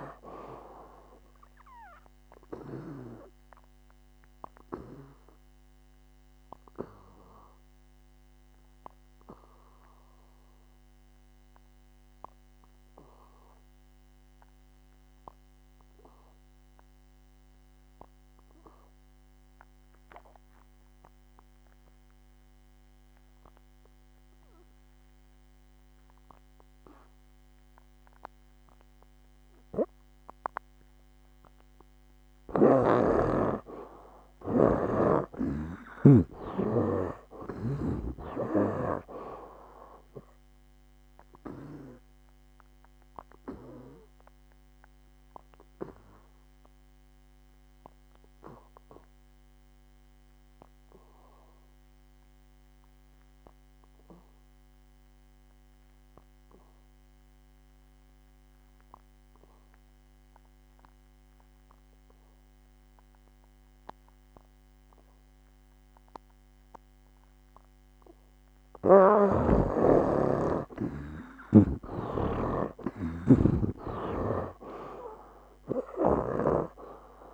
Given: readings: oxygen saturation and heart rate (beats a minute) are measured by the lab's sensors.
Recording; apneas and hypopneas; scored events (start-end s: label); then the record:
breathing in sleep by a microphone on the trachea; 2
2.00-31.50 s: obstructive apnea (oxygen 96% before, 72% lowest, heart rate 63 before, 62 extreme, up 8 after)
19.00-28.00 s: oxygen desaturation (device-marked, oxygen 93% before, 80% lowest, heart rate 70 before, 62 extreme)
33.00-69.00 s: oxygen desaturation (device-marked, oxygen 95% before, 72% lowest, heart rate 63 before, 58 extreme)
34.00-36.50 s: arousal
42.00-68.50 s: obstructive apnea (oxygen 95% before, 72% lowest, heart rate 65 before, 58 extreme, up 11 after)
69.50-73.00 s: snoring (device-marked)
70.50-73.00 s: arousal
From the record:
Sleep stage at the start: N2 (light sleep); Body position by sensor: on the back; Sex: male